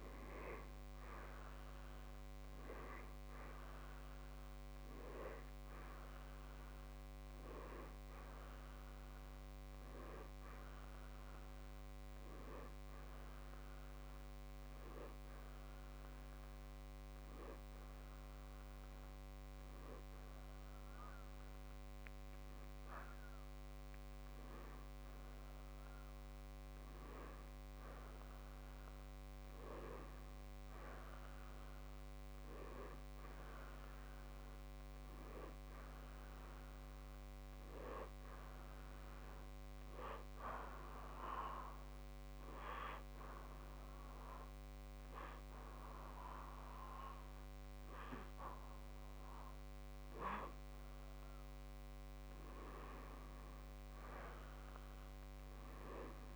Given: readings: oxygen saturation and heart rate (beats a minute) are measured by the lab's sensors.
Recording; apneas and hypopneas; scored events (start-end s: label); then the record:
breathing in sleep by a microphone on the trachea; 2
0.00-2.00 s: arousal
14.50-24.50 s: hypopnea (oxygen 94% before, 91% lowest, heart rate 64 before, 60 extreme)
28.00-31.50 s: arousal
39.50-52.00 s: hypopnea (oxygen 95% before, 91% lowest, heart rate 83 before, 54 extreme, up 4 after)
From the record:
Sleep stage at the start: N2 (light sleep); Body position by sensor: on the back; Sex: male